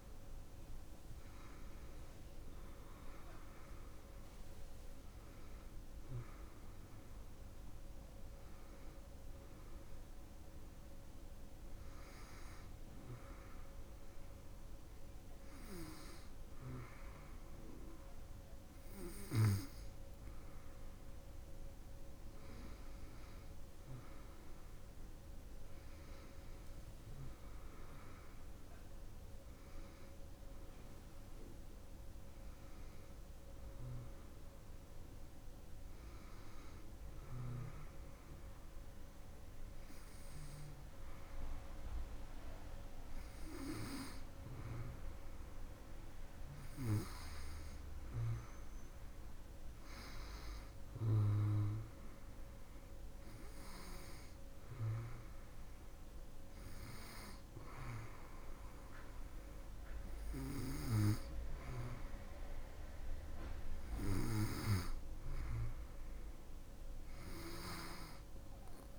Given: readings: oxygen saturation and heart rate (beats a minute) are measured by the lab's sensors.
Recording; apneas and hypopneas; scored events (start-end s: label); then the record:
breathing in sleep by a room microphone; none
42.00-68.99 s: new sleep stage, N2 (light sleep)
From the record:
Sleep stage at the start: N1 (lightest sleep); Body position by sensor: on the back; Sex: female